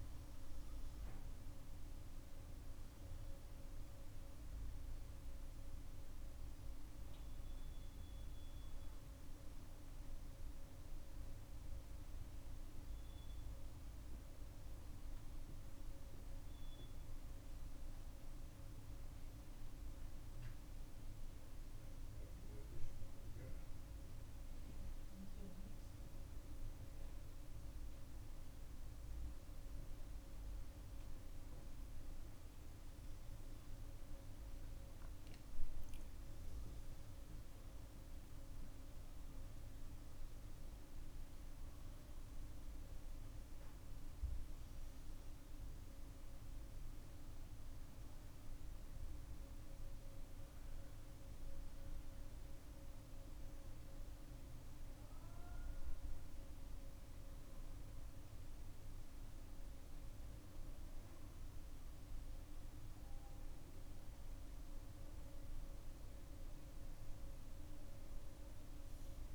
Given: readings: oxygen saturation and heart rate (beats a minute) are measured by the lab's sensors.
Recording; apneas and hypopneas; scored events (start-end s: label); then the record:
breathing in sleep, hard to hear, by a room microphone; none
none scored
From the record:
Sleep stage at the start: N2 (light sleep); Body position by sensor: on the back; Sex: female